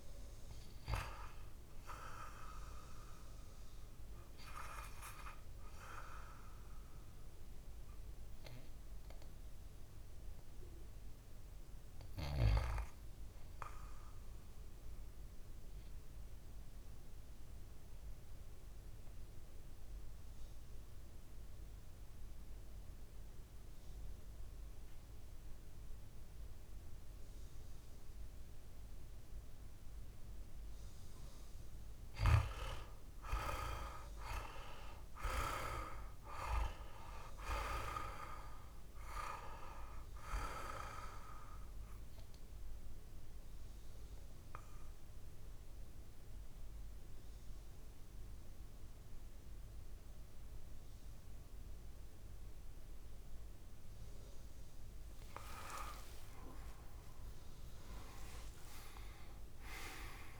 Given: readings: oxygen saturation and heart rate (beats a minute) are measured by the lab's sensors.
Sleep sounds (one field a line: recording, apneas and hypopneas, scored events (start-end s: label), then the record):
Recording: breathing in sleep by a room microphone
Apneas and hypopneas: 2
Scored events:
0.00-12.00 s: oxygen desaturation (device-marked, oxygen 90% lowest, heart rate 58 extreme)
11.00-14.00 s: arousal
16.50-31.00 s: obstructive apnea (oxygen 98% before, 89% lowest, heart rate 59 before, 57 extreme, up 9 after)
31.00-55.00 s: oxygen desaturation (device-marked, oxygen 97% before, 89% lowest, heart rate 59 before, 53 extreme)
33.00-37.00 s: arousal
42.00-54.00 s: obstructive apnea (oxygen 98% before, 89% lowest, heart rate 62 before, 53 extreme, up 30 after)
55.50-59.50 s: arousal
From the record:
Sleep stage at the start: N2 (light sleep)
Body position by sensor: on the back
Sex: male